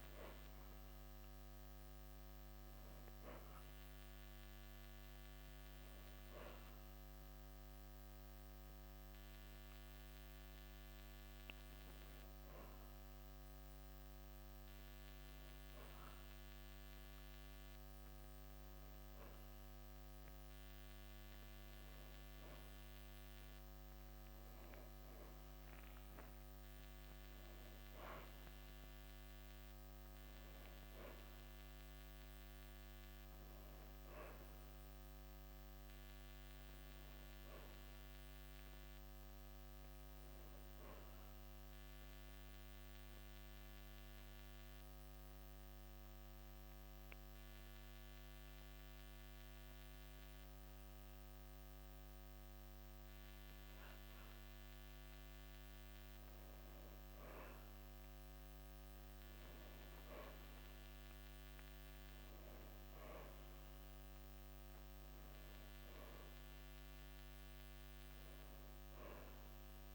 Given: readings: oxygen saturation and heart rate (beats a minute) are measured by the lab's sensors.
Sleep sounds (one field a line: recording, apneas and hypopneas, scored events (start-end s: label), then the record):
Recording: a person awake in a sleep study, hard to hear, by a microphone on the trachea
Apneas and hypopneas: 1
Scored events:
40.50-69.95 s: new sleep stage, N2 (light sleep)
42.00-55.50 s: mixed apnea (oxygen 96% before, 91% lowest, heart rate 90 before, 64 extreme, up 31 after)
57.50-61.50 s: arousal
62.50-69.95 s: oxygen desaturation (device-marked, oxygen 96% before, 91% lowest, heart rate 83 before, 55 extreme)
From the record:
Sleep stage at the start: awake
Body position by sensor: on the back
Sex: male